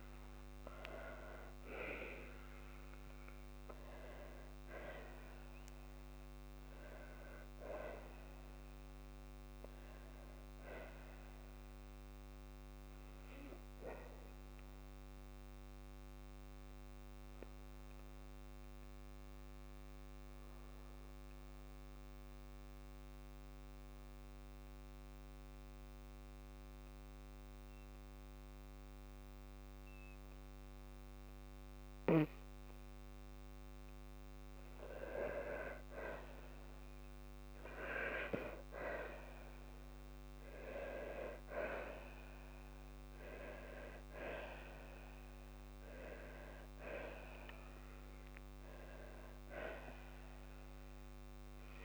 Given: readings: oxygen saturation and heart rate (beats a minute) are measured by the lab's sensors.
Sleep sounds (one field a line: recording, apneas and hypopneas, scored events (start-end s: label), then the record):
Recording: breathing in sleep by a microphone on the trachea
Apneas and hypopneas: 1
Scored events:
0.00-1.00 s: arousal
0.00-1.00 s: long interval between heartbeats (device-marked, heart rate 116 extreme)
0.00-2.00 s: tachycardia (device-marked, heart rate 135 extreme)
1.00-3.00 s: long interval between heartbeats (device-marked, heart rate 64 before, 135 extreme)
4.00-8.00 s: oxygen desaturation (device-marked, oxygen 98% before, 95% lowest, heart rate 77 before, 53 extreme)
15.00-34.00 s: obstructive apnea (oxygen 98% before, 94% lowest, heart rate 86 before, 53 extreme, up 5 after)
36.00-39.00 s: arousal
48.50-50.50 s: long interval between heartbeats (device-marked, heart rate 58 before, 79 extreme)
From the record:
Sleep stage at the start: N2 (light sleep)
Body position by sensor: on the left side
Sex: female